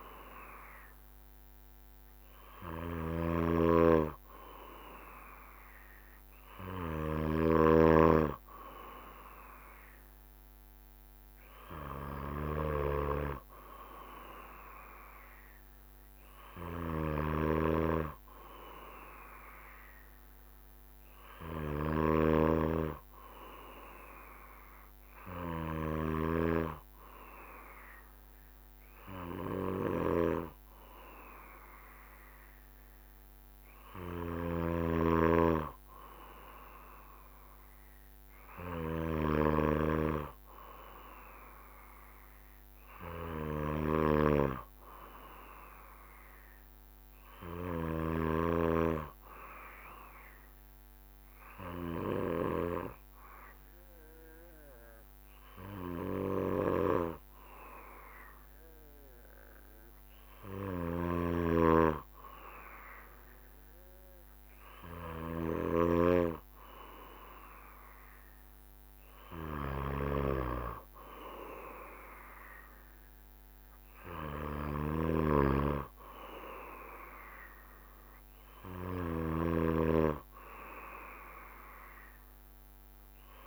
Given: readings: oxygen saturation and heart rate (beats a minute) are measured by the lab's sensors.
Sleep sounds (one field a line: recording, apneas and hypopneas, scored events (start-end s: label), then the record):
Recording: breathing in sleep by a microphone on the trachea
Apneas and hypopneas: 2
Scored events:
3.00-7.50 s: snoring (device-marked)
17.00-20.00 s: arousal
17.50-26.50 s: snoring (device-marked)
23.00-37.00 s: hypopnea (oxygen 95% before, 95% lowest, heart rate 66 before, 65 extreme, up 6 after)
25.50-27.50 s: long interval between heartbeats (device-marked, heart rate 66 before, 75 extreme)
42.50-44.50 s: long interval between heartbeats (device-marked, heart rate 70 before, 68 extreme)
45.00-48.00 s: arousal
50.50-66.50 s: obstructive apnea (oxygen 96% before, 95% lowest, heart rate 68 before, 65 extreme, up 2 after)
69.00-73.00 s: arousal
75.00-83.47 s: snoring (device-marked)
From the record:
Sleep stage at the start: N2 (light sleep)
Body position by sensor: on the back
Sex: male